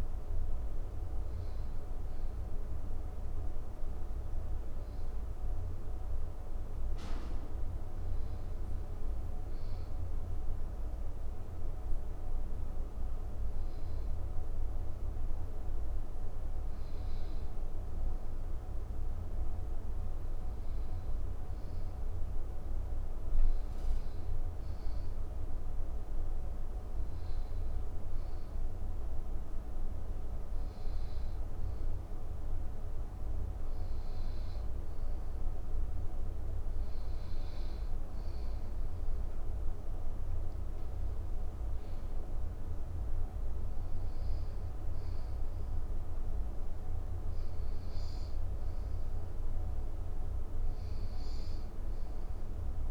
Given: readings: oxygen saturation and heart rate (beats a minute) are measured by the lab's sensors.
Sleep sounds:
breathing in sleep, hard to hear, by a room microphone; none
none scored
From the record:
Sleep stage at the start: N1 (lightest sleep); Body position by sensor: on the back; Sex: male

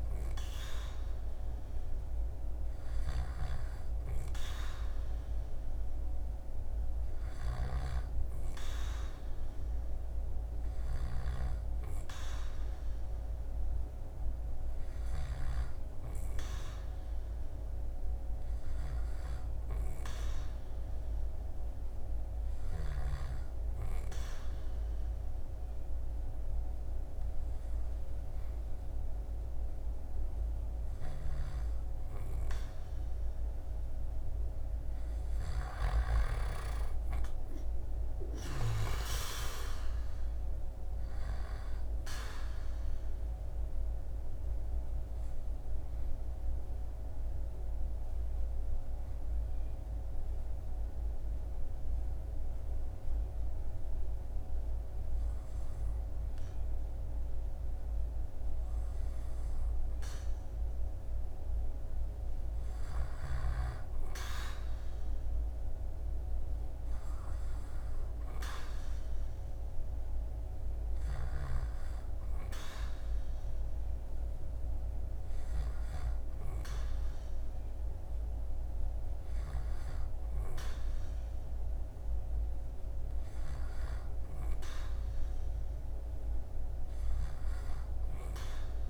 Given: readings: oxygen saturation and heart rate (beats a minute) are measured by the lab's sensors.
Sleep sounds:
breathing in sleep by a room microphone; 2
0.00-15.00 s: snoring (device-marked)
20.00-31.50 s: hypopnea (oxygen 97% before, 94% lowest, heart rate 81 before, 77 extreme, up 2 after)
30.50-38.00 s: snoring (device-marked)
33.50-37.50 s: arousal
45.50-57.00 s: obstructive apnea (oxygen 97% before, 94% lowest, heart rate 80 before, 77 extreme, up 3 after)
59.50-63.50 s: arousal
69.00-82.00 s: oxygen desaturation (device-marked, oxygen 99% before, 94% lowest, heart rate 79 before, 79 extreme)
From the record:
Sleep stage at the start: N2 (light sleep); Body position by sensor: on the back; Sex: male

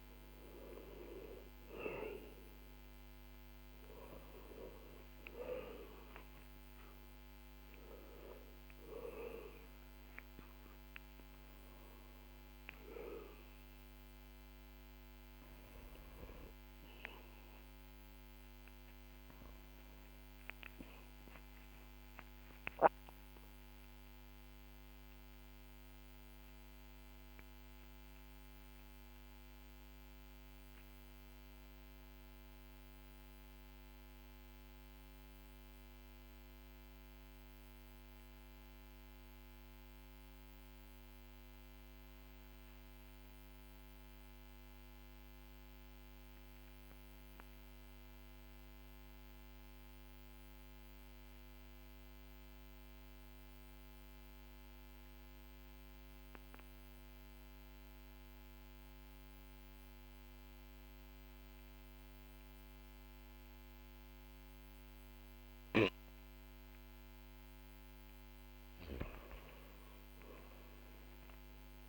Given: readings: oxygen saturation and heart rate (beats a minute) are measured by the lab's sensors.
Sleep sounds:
breathing in sleep by a microphone on the trachea; 1
0.00-1.50 s: arousal
4.00-33.00 s: oxygen desaturation (device-marked, oxygen 97% before, 92% lowest, heart rate 56 before, 46 extreme)
40.50-67.50 s: mixed apnea (oxygen 98% before, 90% lowest, heart rate 52 before, 46 extreme, up 3 after)
69.50-71.89 s: arousal
From the record:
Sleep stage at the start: N2 (light sleep); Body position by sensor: on the back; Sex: male

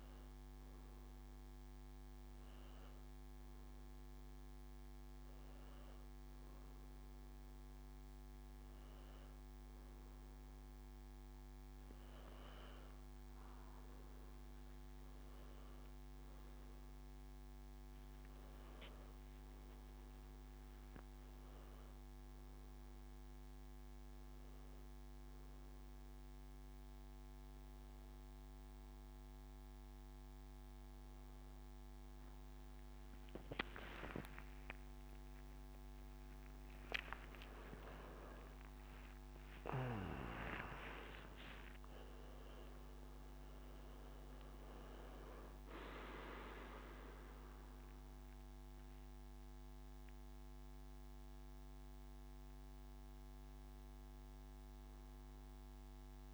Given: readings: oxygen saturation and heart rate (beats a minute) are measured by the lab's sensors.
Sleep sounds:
breathing in sleep by a microphone on the trachea; none
34.50-40.00 s: arousal
From the record:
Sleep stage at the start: N1 (lightest sleep); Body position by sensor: on the back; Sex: male

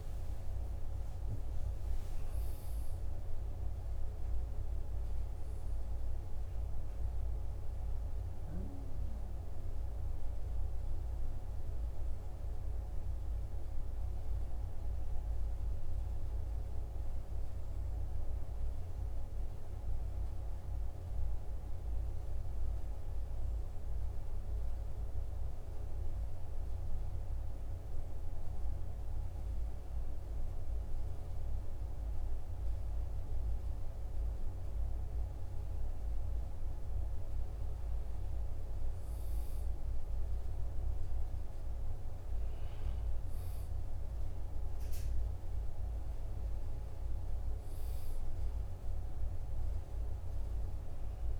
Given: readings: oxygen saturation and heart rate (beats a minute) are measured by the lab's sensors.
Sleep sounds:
breathing in sleep, hard to hear, by a room microphone; none
43.50-51.40 s: new sleep stage, N2 (light sleep)
44.00-48.50 s: arousal
From the record:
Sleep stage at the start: N1 (lightest sleep); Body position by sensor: on the back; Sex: male

